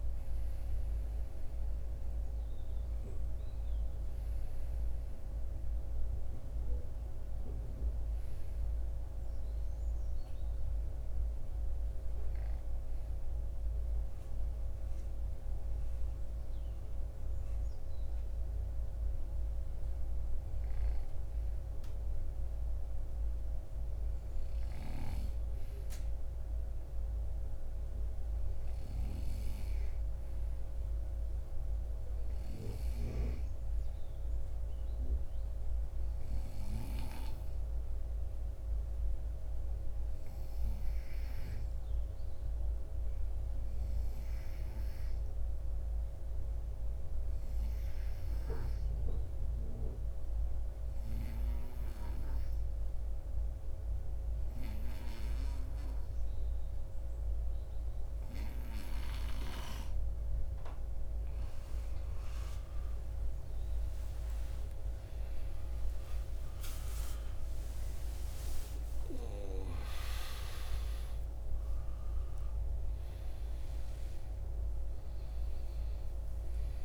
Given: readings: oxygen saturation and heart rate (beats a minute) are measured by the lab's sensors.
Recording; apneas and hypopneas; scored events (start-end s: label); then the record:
breathing in sleep by a room microphone; 1
0.00-19.00 s: oxygen desaturation (device-marked, oxygen 96% before, 91% lowest, heart rate 60 before, 53 extreme)
35.00-70.00 s: oxygen desaturation (device-marked, oxygen 97% before, 91% lowest, heart rate 57 before, 57 extreme)
37.50-60.50 s: obstructive apnea (oxygen 97% before, 89% lowest, heart rate 58 before, 58 extreme, up 14 after)
62.50-66.00 s: arousal
68.00-76.85 s: new sleep stage, N1 (lightest sleep)
From the record:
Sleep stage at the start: N2 (light sleep); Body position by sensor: on the right side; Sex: male